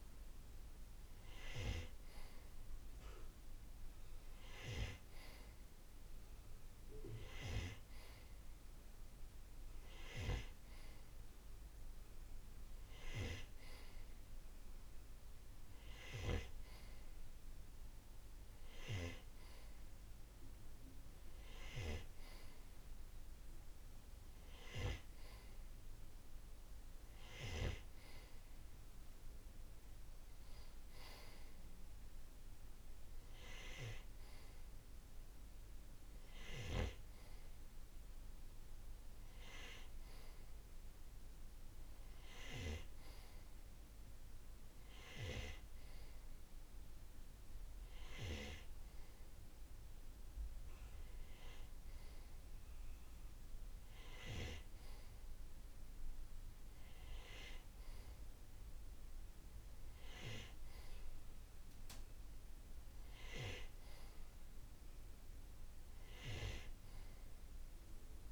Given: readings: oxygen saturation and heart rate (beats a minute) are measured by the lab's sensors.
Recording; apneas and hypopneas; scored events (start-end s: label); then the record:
breathing in sleep by a room microphone; none
none scored
From the record:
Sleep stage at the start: N2 (light sleep); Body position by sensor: on the right side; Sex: male